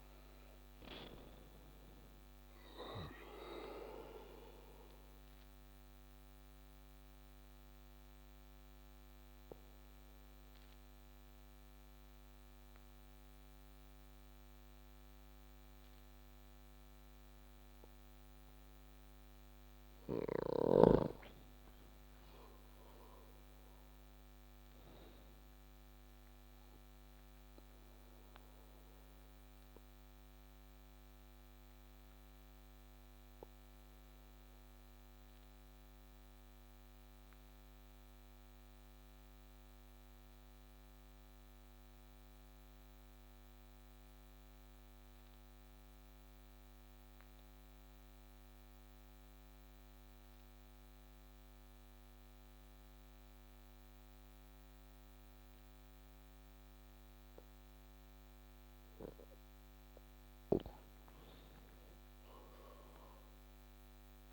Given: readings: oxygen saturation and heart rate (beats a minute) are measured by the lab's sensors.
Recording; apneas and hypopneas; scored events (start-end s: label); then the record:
breathing in sleep by a microphone on the trachea; 2
0.00-3.00 s: oxygen desaturation (device-marked, oxygen 93% lowest)
4.50-18.00 s: obstructive apnea (oxygen 98% before, 91% lowest)
9.00-24.00 s: oxygen desaturation (device-marked, oxygen 94% before, 91% lowest)
21.50-25.50 s: arousal
27.50-58.50 s: obstructive apnea (oxygen 95% before, 90% lowest)
60.00-63.00 s: arousal
From the record:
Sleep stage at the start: N2 (light sleep); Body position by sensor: on the back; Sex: male